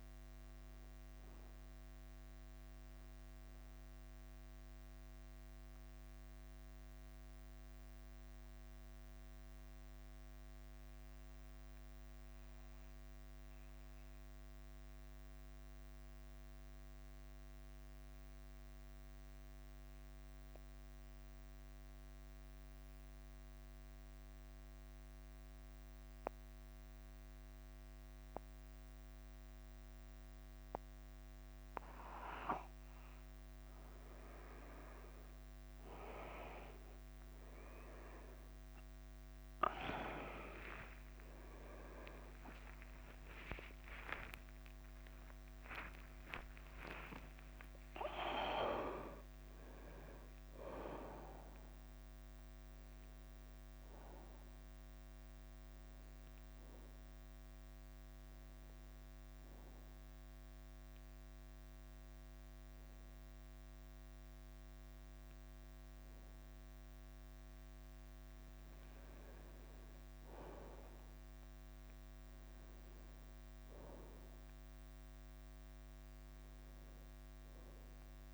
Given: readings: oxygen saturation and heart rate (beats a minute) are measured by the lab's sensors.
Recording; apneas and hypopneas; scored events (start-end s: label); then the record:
breathing in sleep by a microphone on the trachea; 2
0.00-41.50 s: bradycardia (device-marked, heart rate 48 extreme)
5.50-31.00 s: mixed apnea (oxygen 99% before, 91% lowest, heart rate 53 before, 48 extreme, up 7 after)
13.50-27.50 s: oxygen desaturation (device-marked, oxygen 97% before, 94% lowest, heart rate 52 before, 48 extreme)
33.50-78.34 s: new sleep stage, N1 (lightest sleep)
36.50-56.50 s: oxygen desaturation (device-marked, oxygen 99% before, 93% lowest, heart rate 50 before, 52 extreme)
41.00-46.50 s: arousal
46.00-48.00 s: long interval between heartbeats (device-marked, heart rate 53 before, 75 extreme)
50.50-52.50 s: long interval between heartbeats (device-marked, heart rate 61 before, 77 extreme)
53.50-78.34 s: bradycardia (device-marked, heart rate 53 before, 49 extreme)
54.50-67.50 s: hypopnea (oxygen 99% before, 91% lowest, heart rate 65 before, 50 extreme, up 2 after)
58.50-78.34 s: oxygen desaturation (device-marked, oxygen 98% before, 91% lowest, heart rate 66 before, 49 extreme)
70.50-76.00 s: arousal
From the record:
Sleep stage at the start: N2 (light sleep); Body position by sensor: on the back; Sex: male